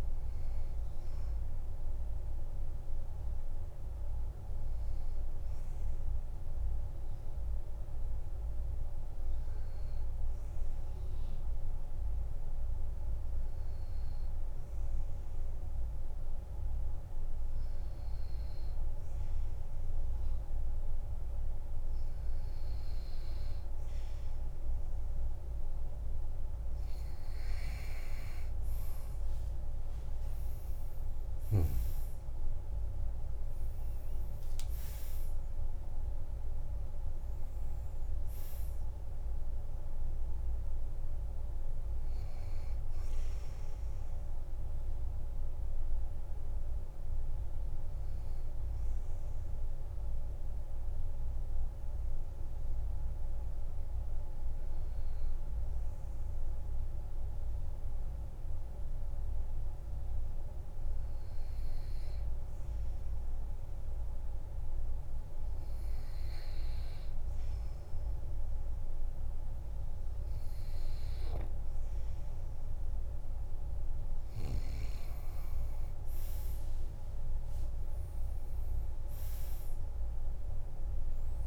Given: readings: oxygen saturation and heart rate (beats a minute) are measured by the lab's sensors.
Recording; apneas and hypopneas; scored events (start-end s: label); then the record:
breathing in sleep, hard to hear, by a room microphone; 2
0.00-11.00 s: oxygen desaturation (device-marked, oxygen 92% lowest, heart rate 48 extreme)
7.00-25.00 s: hypopnea (oxygen 96% before, 93% lowest, heart rate 74 before, 47 extreme, up 30 after)
29.00-31.00 s: arousal
31.00-55.00 s: oxygen desaturation (device-marked, oxygen 98% before, 94% lowest, heart rate 52 before, 45 extreme)
48.50-65.00 s: obstructive apnea (oxygen 98% before, 94% lowest, heart rate 62 before, 45 extreme, up 6 after)
73.00-81.46 s: oxygen desaturation (device-marked, oxygen 98% before, 94% lowest, heart rate 47 before, 47 extreme)
75.50-79.50 s: arousal
From the record:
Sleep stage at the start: N2 (light sleep); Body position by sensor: on the back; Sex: male